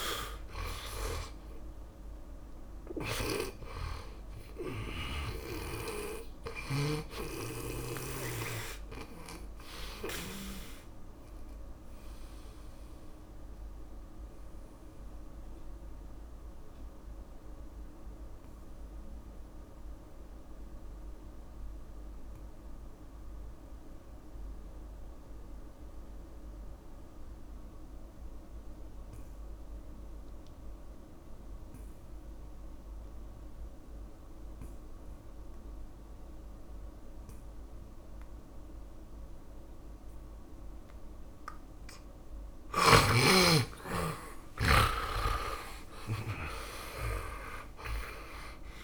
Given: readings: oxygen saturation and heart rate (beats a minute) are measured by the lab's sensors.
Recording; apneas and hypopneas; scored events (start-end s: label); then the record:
breathing in sleep by a room microphone; 1
0.00-3.50 s: arousal
0.00-25.00 s: oxygen desaturation (device-marked, oxygen 81% lowest, heart rate 50 extreme)
7.00-11.00 s: snoring (device-marked)
11.50-42.50 s: mixed apnea (oxygen 100% before, 79% lowest, heart rate 67 before, 50 extreme, up 47 after)
35.00-48.00 s: oxygen desaturation (device-marked, oxygen 100% before, 89% lowest, heart rate 60 before, 50 extreme)
45.00-48.84 s: arousal
From the record:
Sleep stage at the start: N2 (light sleep); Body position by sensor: on the back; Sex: male